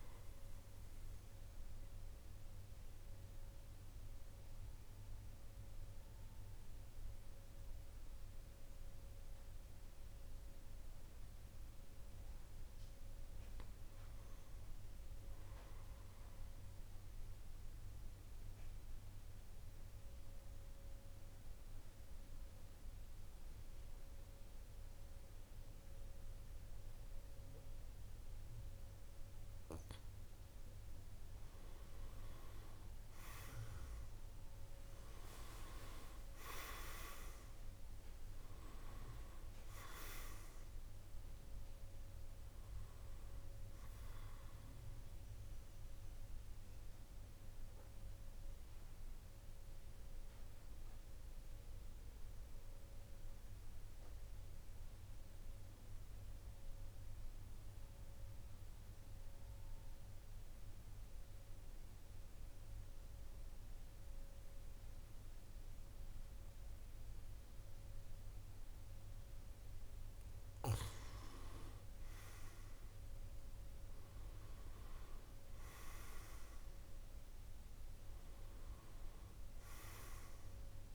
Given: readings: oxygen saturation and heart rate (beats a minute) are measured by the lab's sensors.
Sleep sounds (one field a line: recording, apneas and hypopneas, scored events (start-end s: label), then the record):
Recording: breathing in sleep by a room microphone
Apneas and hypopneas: 3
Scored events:
0.00-13.00 s: oxygen desaturation (device-marked, oxygen 92% lowest, heart rate 47 extreme)
1.00-11.00 s: mixed apnea (oxygen 97% before, 92% lowest, heart rate 52 before, 47 extreme, up 4 after)
18.00-30.00 s: obstructive apnea (oxygen 98% before, 91% lowest, heart rate 49 before, 46 extreme, up 6 after)
33.00-36.50 s: arousal
36.00-57.00 s: oxygen desaturation (device-marked, oxygen 96% before, 92% lowest, heart rate 52 before, 46 extreme)
45.00-68.50 s: mixed apnea (oxygen 98% before, 91% lowest, heart rate 55 before, 46 extreme, up 6 after)
71.00-75.50 s: arousal
73.00-80.95 s: oxygen desaturation (device-marked, oxygen 99% before, 91% lowest, heart rate 50 before, 46 extreme)
From the record:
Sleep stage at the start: N2 (light sleep)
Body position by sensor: on the back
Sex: male